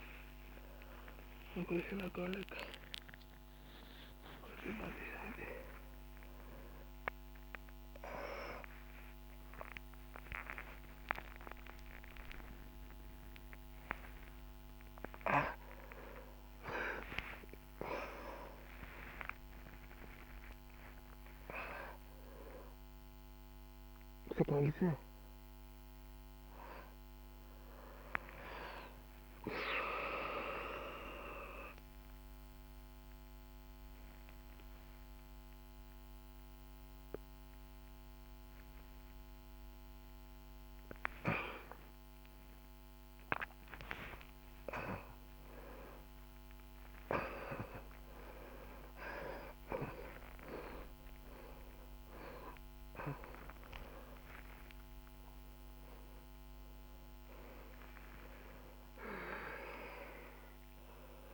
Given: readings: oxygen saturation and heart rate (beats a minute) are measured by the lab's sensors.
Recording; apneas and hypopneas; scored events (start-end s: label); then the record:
a person awake in a sleep study, by a microphone on the trachea; none
none scored
From the record:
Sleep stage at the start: awake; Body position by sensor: on the back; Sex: male